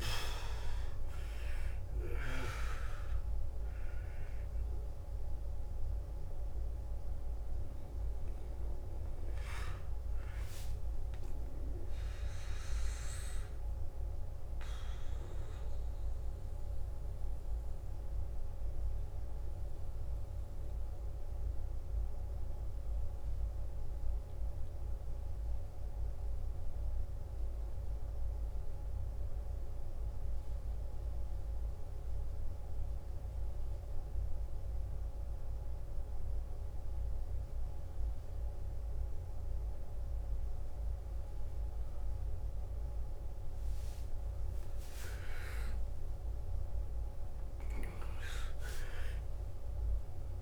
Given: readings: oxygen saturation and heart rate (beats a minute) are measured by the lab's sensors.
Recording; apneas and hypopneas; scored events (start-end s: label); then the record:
breathing in sleep by a room microphone; 1
0.00-24.00 s: oxygen desaturation (device-marked, oxygen 84% lowest, heart rate 55 extreme)
15.50-44.50 s: obstructive apnea (oxygen 93% before, 84% lowest, heart rate 66 before, 55 extreme, up 15 after)
24.00-50.42 s: new sleep stage, N2 (light sleep)
42.00-50.42 s: oxygen desaturation (device-marked, oxygen 98% before, 90% lowest, heart rate 56 before, 52 extreme)
45.50-49.50 s: arousal
From the record:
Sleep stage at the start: N1 (lightest sleep); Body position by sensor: on the back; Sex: male